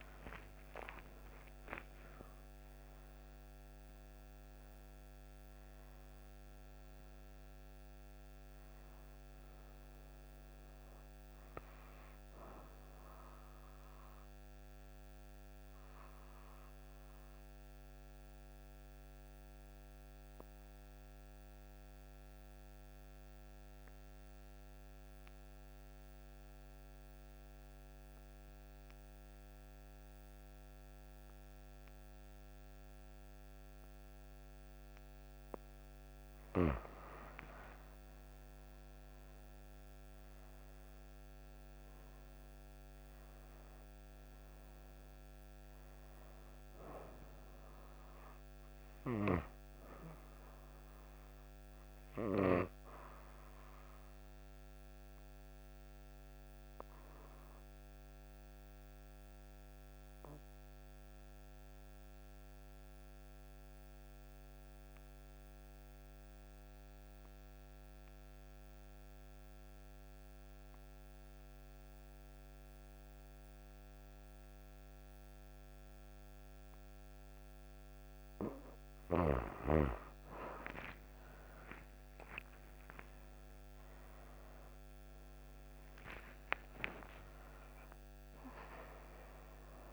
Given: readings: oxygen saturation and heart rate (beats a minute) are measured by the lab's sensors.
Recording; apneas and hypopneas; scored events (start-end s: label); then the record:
breathing in sleep by a microphone on the trachea; 2
0.00-2.00 s: arousal
0.00-26.50 s: oxygen desaturation (device-marked, oxygen 89% lowest)
12.50-36.00 s: obstructive apnea (oxygen 98% before, 89% lowest)
37.50-42.50 s: arousal
40.50-64.50 s: oxygen desaturation (device-marked, oxygen 99% before, 90% lowest)
52.50-78.50 s: obstructive apnea (oxygen 99% before, 88% lowest)
75.50-89.92 s: oxygen desaturation (device-marked, oxygen 98% before, 90% lowest)
80.50-87.50 s: arousal
From the record:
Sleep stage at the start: N2 (light sleep); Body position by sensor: on the right side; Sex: female